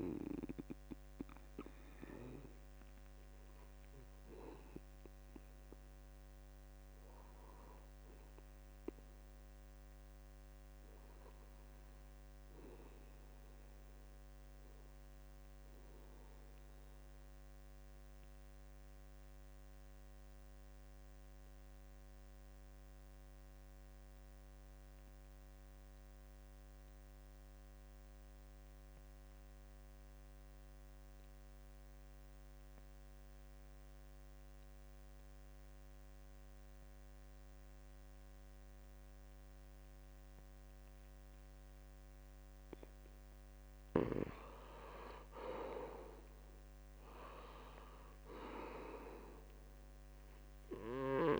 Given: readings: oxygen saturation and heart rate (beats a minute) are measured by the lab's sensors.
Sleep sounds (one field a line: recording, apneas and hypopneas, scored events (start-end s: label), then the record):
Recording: breathing in sleep by a microphone on the trachea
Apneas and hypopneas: 1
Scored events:
0.00-14.00 s: oxygen desaturation (device-marked, oxygen 77% lowest, heart rate 67 extreme)
16.50-42.50 s: obstructive apnea (oxygen 97% before, 79% lowest, heart rate 71 before, 68 extreme, up 10 after)
30.00-51.40 s: oxygen desaturation (device-marked, oxygen 96% before, 79% lowest, heart rate 69 before, 66 extreme)
39.00-41.00 s: long interval between heartbeats (device-marked, heart rate 68 before, 70 extreme)
41.50-43.50 s: long interval between heartbeats (device-marked, heart rate 69 before, 76 extreme)
44.50-47.50 s: arousal
From the record:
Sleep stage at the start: N2 (light sleep)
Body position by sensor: on the back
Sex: male